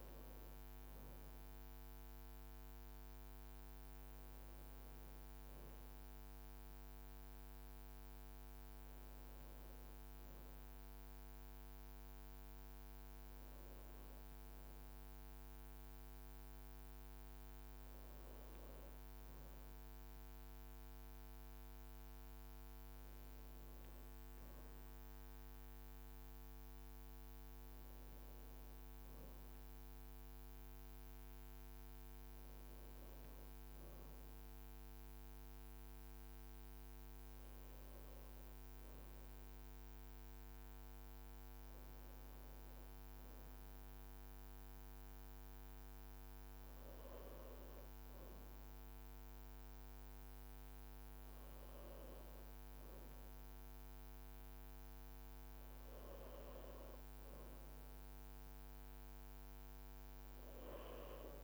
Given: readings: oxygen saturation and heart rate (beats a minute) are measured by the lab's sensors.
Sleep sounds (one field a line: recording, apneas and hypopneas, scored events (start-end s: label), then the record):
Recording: breathing in sleep, hard to hear, by a microphone on the trachea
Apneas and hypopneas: 1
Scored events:
2.50-15.50 s: oxygen desaturation (device-marked, oxygen 93% before, 90% lowest, heart rate 56 before, 56 extreme)
25.50-30.00 s: arousal
38.50-56.50 s: hypopnea (oxygen 97% before, 91% lowest, heart rate 57 before, 56 extreme, up 2 after)
56.50-61.44 s: new sleep stage, awake
From the record:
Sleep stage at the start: N1 (lightest sleep)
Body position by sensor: on the back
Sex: male